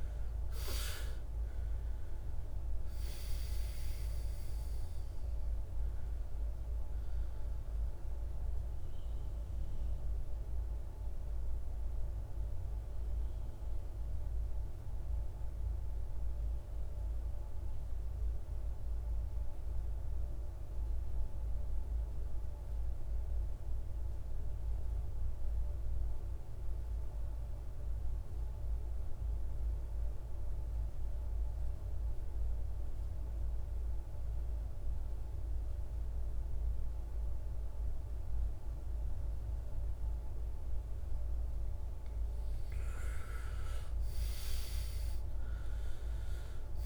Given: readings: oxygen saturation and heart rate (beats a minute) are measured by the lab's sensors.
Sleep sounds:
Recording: breathing in sleep, hard to hear, by a room microphone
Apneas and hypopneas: 1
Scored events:
0.00-2.50 s: arousal
0.00-23.00 s: oxygen desaturation (device-marked, oxygen 80% lowest, heart rate 53 extreme)
9.50-42.00 s: mixed apnea (oxygen 98% before, 80% lowest, heart rate 67 before, 52 extreme, up 21 after)
40.00-46.86 s: oxygen desaturation (device-marked, oxygen 99% before, 81% lowest, heart rate 54 before, 52 extreme)
43.50-46.86 s: arousal
From the record:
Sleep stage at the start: N2 (light sleep)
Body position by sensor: on the back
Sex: male

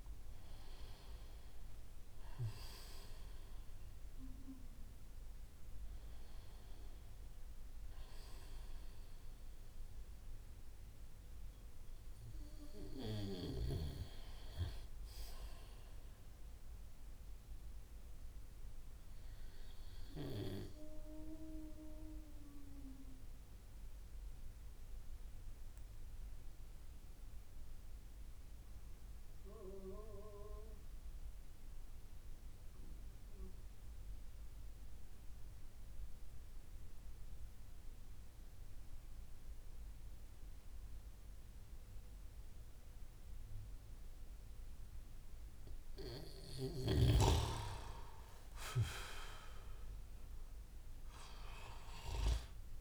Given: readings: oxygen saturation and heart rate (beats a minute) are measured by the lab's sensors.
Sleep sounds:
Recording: breathing in sleep by a room microphone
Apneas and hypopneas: 1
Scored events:
0.00-2.00 s: arousal
0.00-22.00 s: oxygen desaturation (device-marked, oxygen 96% before, 91% lowest)
17.00-46.50 s: mixed apnea (oxygen 96% before, 89% lowest)
45.00-52.81 s: oxygen desaturation (device-marked, oxygen 96% before, 89% lowest)
49.00-52.81 s: arousal
From the record:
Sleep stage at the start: N2 (light sleep)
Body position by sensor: on the back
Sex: male

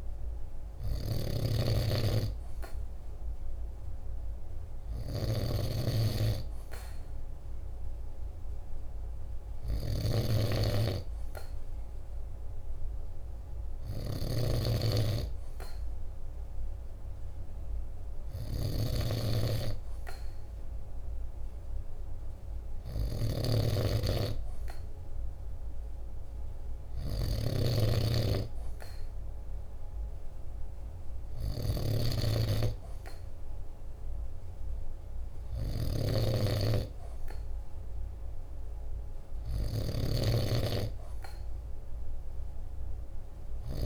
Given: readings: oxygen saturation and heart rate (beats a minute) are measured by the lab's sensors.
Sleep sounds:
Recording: breathing in sleep by a room microphone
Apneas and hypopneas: none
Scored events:
0.00-43.86 s: snoring (device-marked)
From the record:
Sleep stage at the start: N2 (light sleep)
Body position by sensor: on the right side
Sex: male

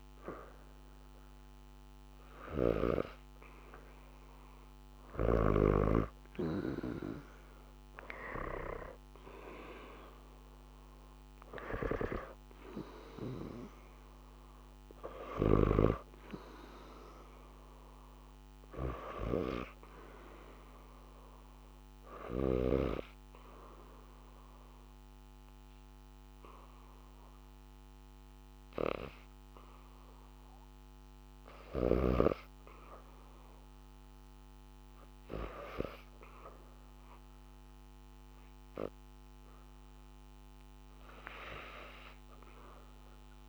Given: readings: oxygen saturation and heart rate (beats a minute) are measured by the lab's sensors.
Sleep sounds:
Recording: breathing in sleep by a microphone on the trachea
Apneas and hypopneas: 1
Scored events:
5.50-10.00 s: arousal
11.00-29.00 s: oxygen desaturation (device-marked, oxygen 93% before, 87% lowest, heart rate 77 before, 77 extreme)
21.50-32.50 s: obstructive apnea (oxygen 94% before, 87% lowest, heart rate 81 before, 77 extreme, up 0 after)
35.00-39.00 s: arousal
40.00-43.49 s: oxygen desaturation (device-marked, oxygen 99% before, 94% lowest, heart rate 80 before, 77 extreme)
From the record:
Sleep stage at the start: N2 (light sleep)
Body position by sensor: on the back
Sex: female

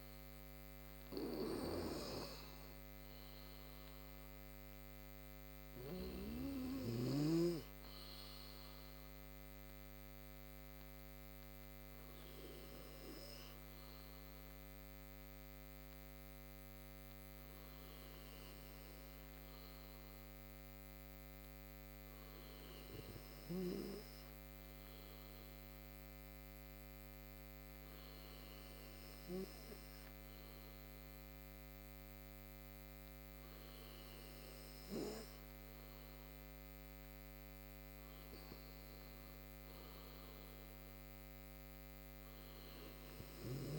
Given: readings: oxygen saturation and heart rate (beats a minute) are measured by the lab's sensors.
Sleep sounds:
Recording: breathing in sleep by a microphone on the trachea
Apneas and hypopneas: none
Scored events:
none scored
From the record:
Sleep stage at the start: N2 (light sleep)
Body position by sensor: on the right side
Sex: male

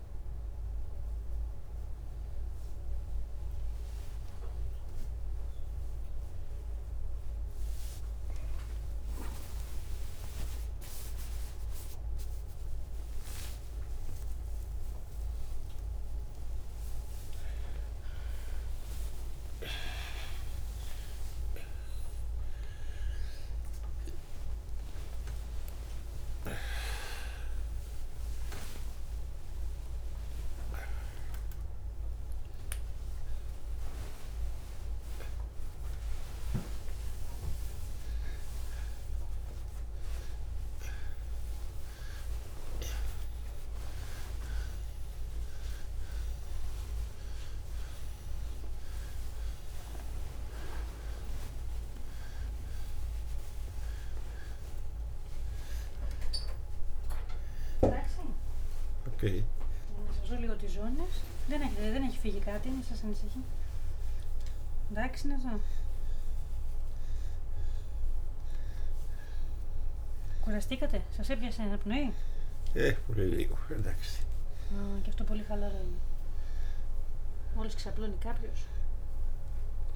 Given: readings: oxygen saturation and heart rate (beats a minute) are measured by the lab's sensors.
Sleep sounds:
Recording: a person awake in a sleep study, by a room microphone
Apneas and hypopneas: none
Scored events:
4.00-6.00 s: long interval between heartbeats (device-marked, heart rate 93 before, 113 extreme)
10.00-12.00 s: long interval between heartbeats (device-marked, heart rate 102 before, 115 extreme)
12.50-14.50 s: long interval between heartbeats (device-marked, heart rate 105 before, 120 extreme)
14.50-16.50 s: long interval between heartbeats (device-marked, heart rate 108 before, 134 extreme)
17.00-19.00 s: long interval between heartbeats (device-marked, heart rate 112 before, 147 extreme)
27.50-29.50 s: long interval between heartbeats (device-marked, heart rate 127 before, 112 extreme)
32.50-34.50 s: long interval between heartbeats (device-marked, heart rate 128 before, 132 extreme)
35.50-37.50 s: long interval between heartbeats (device-marked, heart rate 130 before, 149 extreme)
39.00-41.00 s: long interval between heartbeats (device-marked, heart rate 130 before, 126 extreme)
46.50-48.50 s: long interval between heartbeats (device-marked, heart rate 124 before, 120 extreme)
58.50-68.50 s: oxygen desaturation (device-marked, oxygen 92% before, 89% lowest, heart rate 111 before, 86 extreme)
74.00-76.00 s: long interval between heartbeats (device-marked, heart rate 92 before, 97 extreme)
74.50-79.96 s: oxygen desaturation (device-marked, oxygen 93% before, 89% lowest, heart rate 92 before, 86 extreme)
From the record:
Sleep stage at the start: awake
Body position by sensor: on the back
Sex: male

